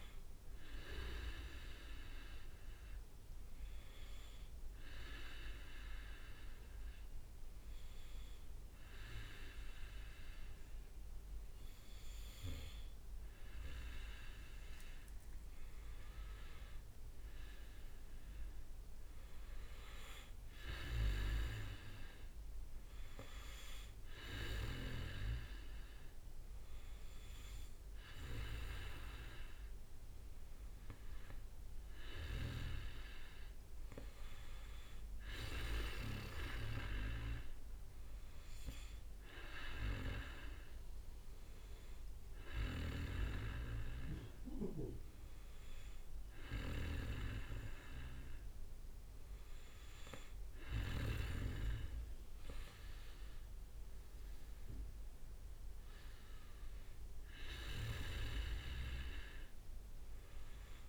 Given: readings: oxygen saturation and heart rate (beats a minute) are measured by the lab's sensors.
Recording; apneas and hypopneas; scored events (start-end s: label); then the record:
breathing in sleep by a room microphone; 2
1.50-14.50 s: hypopnea (oxygen 98% before, 95% lowest, heart rate 64 before, 59 extreme, up 7 after)
16.50-20.50 s: arousal
37.00-49.50 s: hypopnea (oxygen 98% before, 95% lowest, heart rate 64 before, 59 extreme, up 5 after)
52.00-55.50 s: arousal
From the record:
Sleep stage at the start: N2 (light sleep); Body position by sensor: on the back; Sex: male